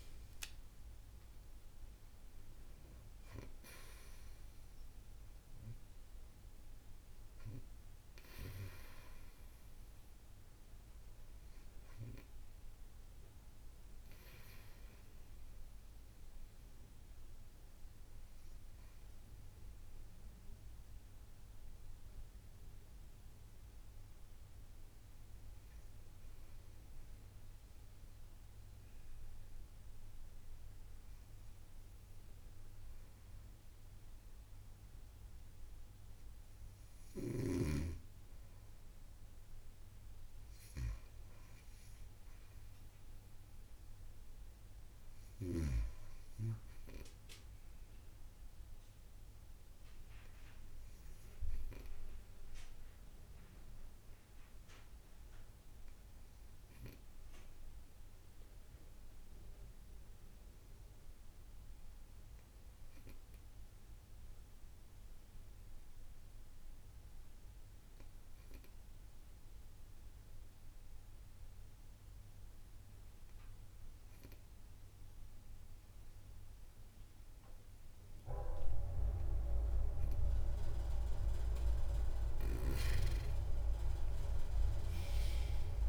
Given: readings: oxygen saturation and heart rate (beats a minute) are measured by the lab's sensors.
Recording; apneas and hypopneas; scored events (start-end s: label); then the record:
breathing in sleep by a room microphone; 2
5.00-7.00 s: long interval between heartbeats (device-marked)
19.50-36.50 s: obstructive apnea (oxygen 95% before, 92% lowest)
26.50-28.50 s: long interval between heartbeats (device-marked)
39.50-43.50 s: arousal
43.50-63.50 s: oxygen desaturation (device-marked, oxygen 95% before, 92% lowest)
54.50-77.50 s: obstructive apnea (oxygen 96% before, 92% lowest)
78.50-84.00 s: arousal
84.00-85.89 s: long interval between heartbeats (device-marked)
From the record:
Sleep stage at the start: N2 (light sleep); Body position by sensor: on the right side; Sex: female